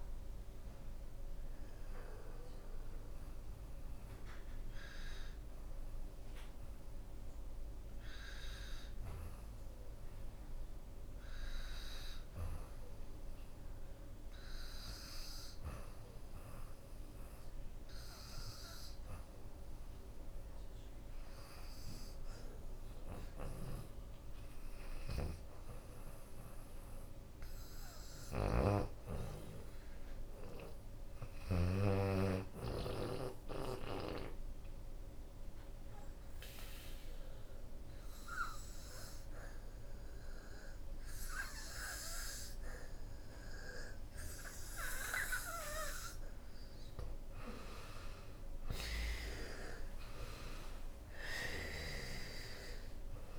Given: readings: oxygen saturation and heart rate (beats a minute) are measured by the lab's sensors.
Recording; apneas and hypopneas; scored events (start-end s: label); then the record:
breathing in sleep by a room microphone; 2
0.00-7.00 s: drop in pulse transit time (device-marked, heart rate 73 extreme)
0.00-13.00 s: oxygen desaturation (device-marked, oxygen 88% lowest, heart rate 70 extreme)
2.50-16.00 s: hypopnea (oxygen 97% before, 85% lowest, heart rate 75 before, 70 extreme, up 8 after)
18.50-21.50 s: arousal
23.00-53.39 s: oxygen desaturation (device-marked, oxygen 96% before, 86% lowest, heart rate 75 before, 68 extreme)
33.00-45.50 s: obstructive apnea (oxygen 96% before, 85% lowest, heart rate 77 before, 68 extreme, up 16 after)
47.00-51.50 s: arousal
47.00-53.39 s: drop in pulse transit time (device-marked, heart rate 76 before, 79 extreme)
From the record:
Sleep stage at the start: N2 (light sleep); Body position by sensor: on the back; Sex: female